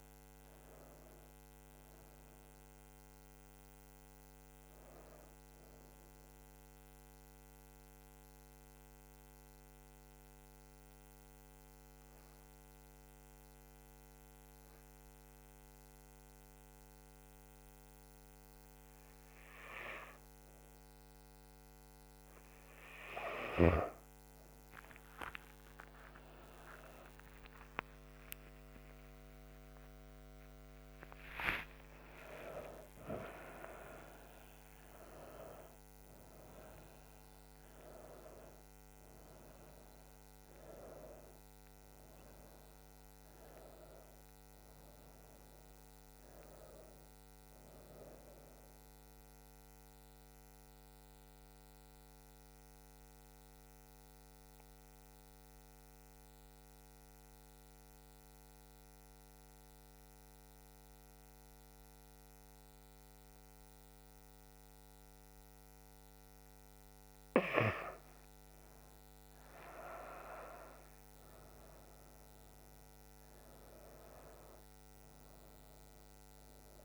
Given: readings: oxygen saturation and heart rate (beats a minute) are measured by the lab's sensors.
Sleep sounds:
breathing in sleep by a microphone on the trachea; 2
0.00-2.00 s: oxygen desaturation (device-marked, oxygen 89% lowest, heart rate 69 extreme)
5.00-21.00 s: hypopnea (oxygen 96% before, 89% lowest, heart rate 79 before, 69 extreme, up 38 after)
25.00-48.00 s: oxygen desaturation (device-marked, oxygen 96% before, 89% lowest, heart rate 71 before, 67 extreme)
26.00-31.50 s: arousal
49.00-66.50 s: mixed apnea (oxygen 97% before, 89% lowest, heart rate 113 before, 67 extreme, up 10 after)
68.00-76.85 s: oxygen desaturation (device-marked, oxygen 97% before, 89% lowest, heart rate 73 before, 68 extreme)
69.00-72.50 s: arousal
From the record:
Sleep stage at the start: N2 (light sleep); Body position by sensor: on the back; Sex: female

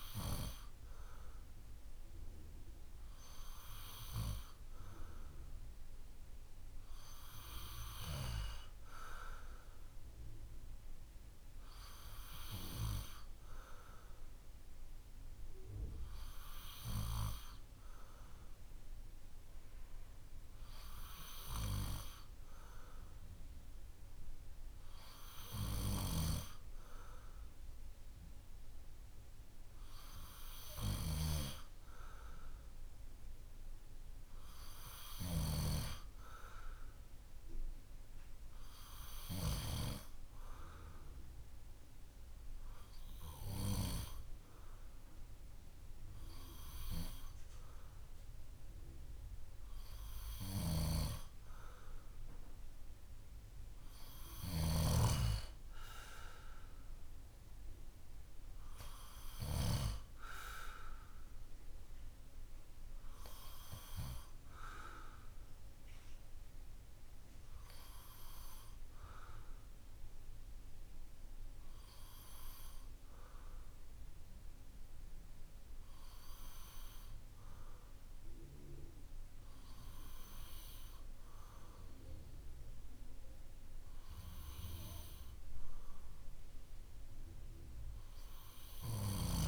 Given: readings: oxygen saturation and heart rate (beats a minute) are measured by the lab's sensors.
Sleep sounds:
breathing in sleep by a room microphone; none
none scored
From the record:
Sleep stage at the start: N2 (light sleep); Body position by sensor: on the back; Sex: male

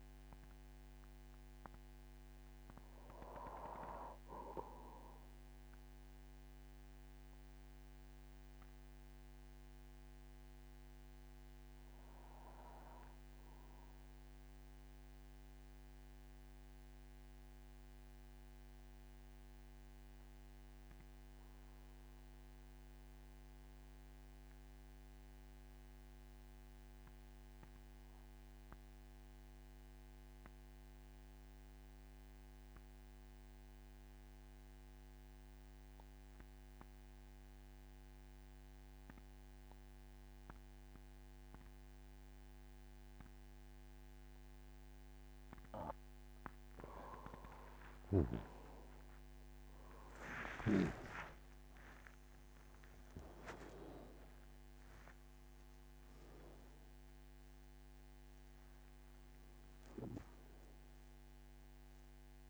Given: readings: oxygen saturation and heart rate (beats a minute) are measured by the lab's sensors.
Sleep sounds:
breathing in sleep by a microphone on the trachea; 1
0.00-21.00 s: oxygen desaturation (device-marked, oxygen 83% lowest, heart rate 54 extreme)
15.00-46.00 s: mixed apnea (oxygen 94% before, 82% lowest, heart rate 60 before, 54 extreme, up 42 after)
22.00-52.00 s: new sleep stage, N1 (lightest sleep)
44.00-62.49 s: oxygen desaturation (device-marked, oxygen 98% before, 82% lowest, heart rate 56 before, 52 extreme)
48.00-51.00 s: arousal
51.00-53.00 s: long interval between heartbeats (device-marked, heart rate 59 before, 88 extreme)
52.00-62.49 s: new sleep stage, N2 (light sleep)
53.50-55.50 s: long interval between heartbeats (device-marked, heart rate 62 before, 99 extreme)
From the record:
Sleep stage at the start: N2 (light sleep); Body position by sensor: on the back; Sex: male

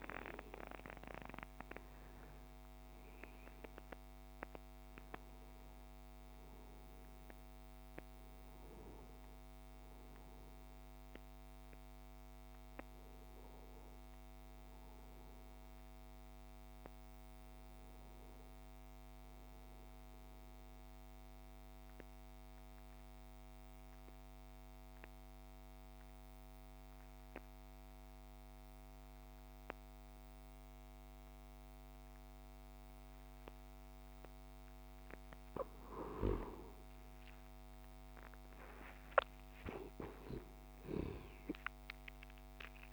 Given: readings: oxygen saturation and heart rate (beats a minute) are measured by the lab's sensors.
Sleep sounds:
breathing in sleep by a microphone on the trachea; 1
0.00-8.50 s: oxygen desaturation (device-marked, oxygen 91% lowest, heart rate 58 extreme)
15.50-19.00 s: arousal
21.00-35.00 s: central apnea (oxygen 99% before, 94% lowest, heart rate 83 before, 58 extreme, up 22 after)
37.50-42.50 s: arousal
From the record:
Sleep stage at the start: N2 (light sleep); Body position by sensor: on the right side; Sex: male

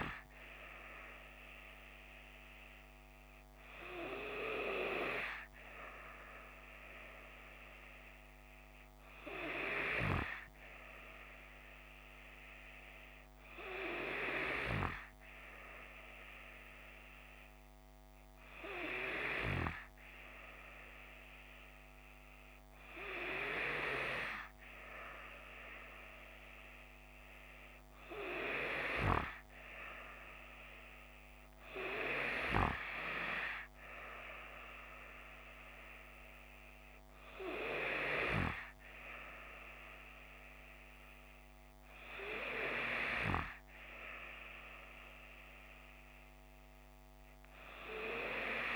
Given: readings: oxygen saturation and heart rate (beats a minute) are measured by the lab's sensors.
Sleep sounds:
breathing in sleep by a microphone on the trachea; none
none scored
From the record:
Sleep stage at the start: N3 (deep sleep); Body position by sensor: on the left side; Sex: female

